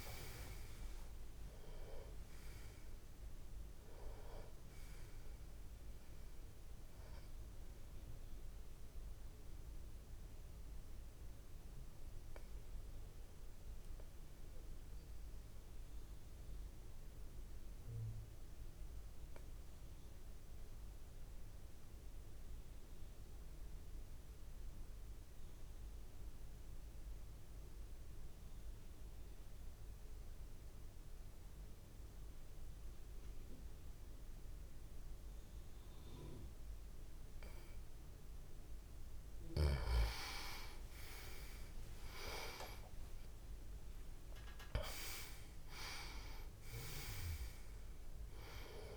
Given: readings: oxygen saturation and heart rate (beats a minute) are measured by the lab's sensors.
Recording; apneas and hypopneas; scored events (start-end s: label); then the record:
breathing in sleep by a room microphone; 1
0.00-23.00 s: oxygen desaturation (device-marked, oxygen 89% lowest)
9.50-37.00 s: obstructive apnea (oxygen 98% before, 89% lowest)
34.00-48.97 s: oxygen desaturation (device-marked, oxygen 98% before, 90% lowest)
39.50-44.50 s: arousal
From the record:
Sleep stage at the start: N2 (light sleep); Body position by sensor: on the back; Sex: male